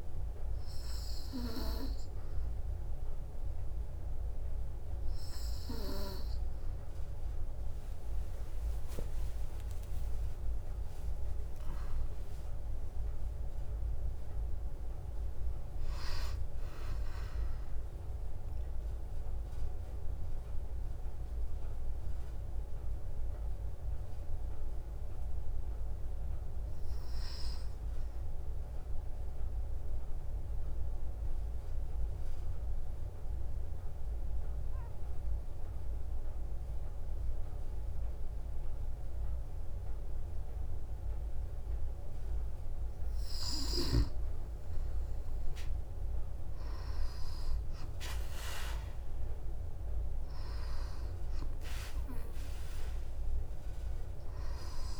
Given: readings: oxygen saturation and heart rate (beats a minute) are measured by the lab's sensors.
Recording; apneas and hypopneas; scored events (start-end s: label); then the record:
breathing in sleep by a room microphone; 1
9.00-14.00 s: arousal
21.50-44.50 s: mixed apnea (oxygen 94% before, 91% lowest, heart rate 58 before, 56 extreme, up 3 after)
47.00-51.50 s: arousal
51.50-54.99 s: oxygen desaturation (device-marked, oxygen 96% before, 91% lowest, heart rate 57 before, 56 extreme)
From the record:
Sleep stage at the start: N2 (light sleep); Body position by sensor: on the back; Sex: female